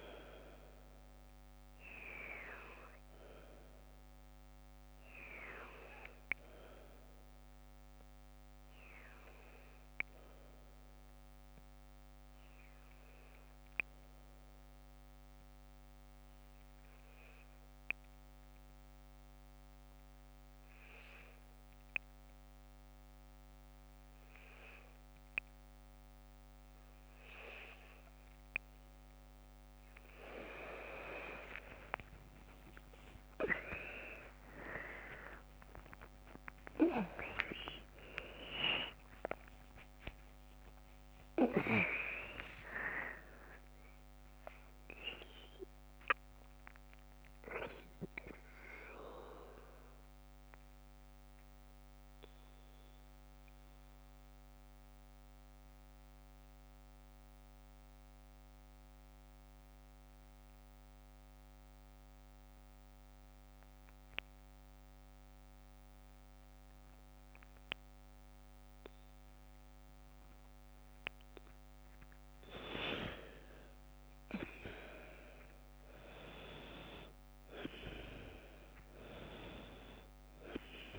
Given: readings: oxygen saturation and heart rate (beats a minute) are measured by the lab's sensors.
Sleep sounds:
breathing in sleep by a microphone on the trachea; 2
14.00-27.50 s: obstructive apnea (oxygen 99% before, 95% lowest, heart rate 54 before, 50 extreme, up 9 after)
32.50-39.50 s: arousal
37.00-39.00 s: long interval between heartbeats (device-marked, heart rate 52 before, 77 extreme)
46.50-57.50 s: oxygen desaturation (device-marked, oxygen 99% before, 95% lowest, heart rate 65 before, 45 extreme)
48.50-69.50 s: obstructive apnea (oxygen 99% before, 94% lowest, heart rate 67 before, 45 extreme, up 6 after)
73.50-77.00 s: arousal
76.50-80.99 s: oxygen desaturation (device-marked, oxygen 99% before, 94% lowest, heart rate 49 before, 49 extreme)
From the record:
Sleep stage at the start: N2 (light sleep); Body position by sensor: on the left side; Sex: female

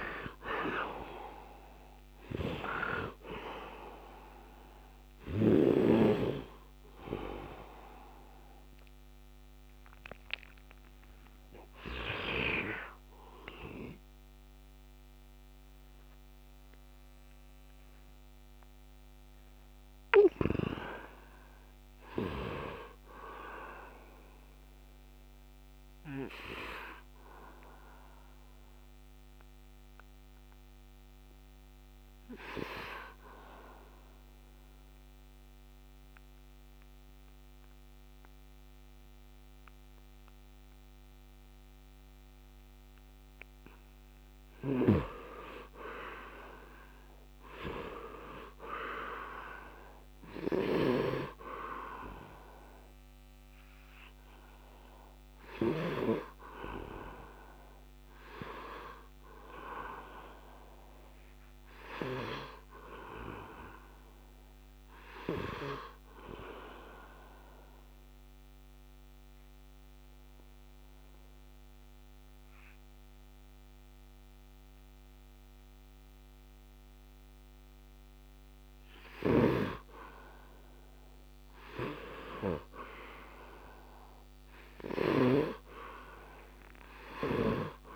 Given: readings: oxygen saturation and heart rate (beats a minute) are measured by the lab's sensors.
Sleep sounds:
breathing in sleep by a microphone on the trachea; 2
0.00-5.50 s: snoring (device-marked)
0.00-8.00 s: bradycardia (device-marked)
0.00-18.00 s: oxygen desaturation (device-marked, oxygen 73% lowest)
16.50-20.50 s: arousal
23.00-26.00 s: bradycardia (device-marked)
23.00-43.00 s: obstructive apnea (oxygen 100% before, 83% lowest, heart rate 77 before, 65 extreme, up 10 after)
39.00-62.00 s: oxygen desaturation (device-marked, oxygen 99% before, 83% lowest, heart rate 78 before, 75 extreme)
44.00-55.50 s: snoring (device-marked)
45.50-49.00 s: arousal
58.00-87.96 s: new sleep stage, REM sleep
69.00-81.50 s: mixed apnea (oxygen 99% before, 88% lowest, heart rate 79 before, 75 extreme, up 16 after)
78.50-85.00 s: snoring (device-marked)
84.00-87.96 s: arousal
84.00-87.96 s: oxygen desaturation (device-marked, oxygen 97% before, 90% lowest, heart rate 78 before, 75 extreme)
From the record:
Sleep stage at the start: N2 (light sleep); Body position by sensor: on the right side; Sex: male

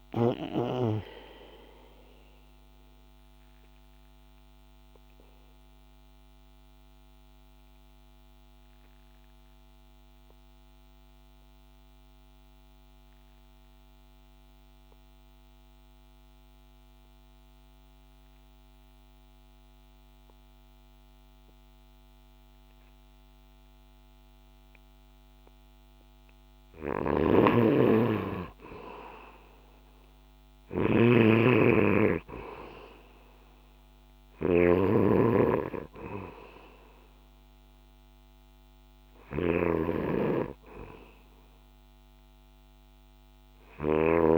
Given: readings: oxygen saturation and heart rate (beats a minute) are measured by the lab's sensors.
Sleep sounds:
breathing in sleep by a microphone on the trachea; 1
2.00-25.50 s: obstructive apnea (oxygen 97% before, 88% lowest, heart rate 64 before, 61 extreme, up 7 after)
27.00-44.38 s: snoring (device-marked)
27.50-31.00 s: arousal
30.50-44.38 s: oxygen desaturation (device-marked, oxygen 99% before, 88% lowest, heart rate 64 before, 62 extreme)
From the record:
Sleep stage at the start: N2 (light sleep); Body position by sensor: on the back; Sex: male

